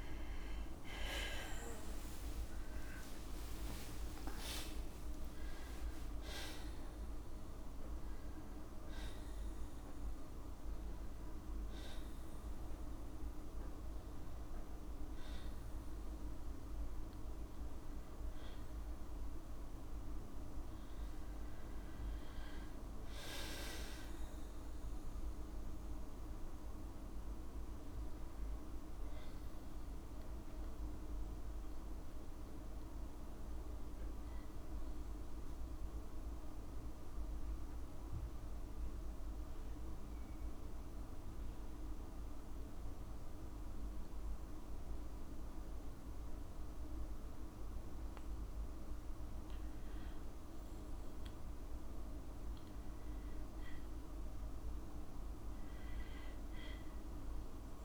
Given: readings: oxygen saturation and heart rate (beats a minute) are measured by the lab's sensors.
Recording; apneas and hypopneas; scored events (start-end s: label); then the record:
breathing in sleep, hard to hear, by a room microphone; 1
0.00-3.50 s: arousal
3.50-5.50 s: long interval between heartbeats (device-marked, heart rate 56 before, 70 extreme)
6.00-8.00 s: long interval between heartbeats (device-marked, heart rate 58 before, 82 extreme)
34.00-49.00 s: hypopnea (oxygen 98% before, 95% lowest, heart rate 60 before, 54 extreme, up 0 after)
51.50-55.50 s: arousal
From the record:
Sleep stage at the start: N2 (light sleep); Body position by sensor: on the back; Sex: female